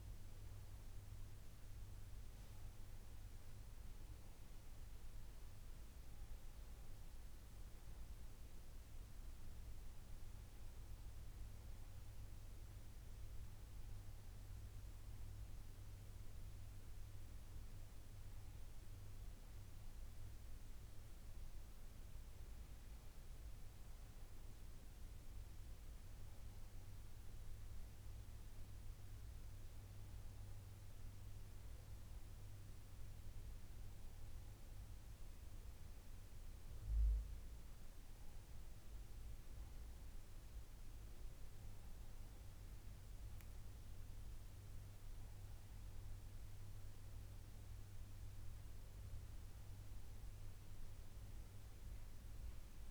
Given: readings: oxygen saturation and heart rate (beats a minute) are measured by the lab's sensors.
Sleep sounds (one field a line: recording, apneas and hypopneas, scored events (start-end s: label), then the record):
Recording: breathing in sleep, hard to hear, by a room microphone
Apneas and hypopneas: none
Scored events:
9.50-52.91 s: new sleep stage, N2 (light sleep)
From the record:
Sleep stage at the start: N1 (lightest sleep)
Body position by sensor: on the back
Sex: male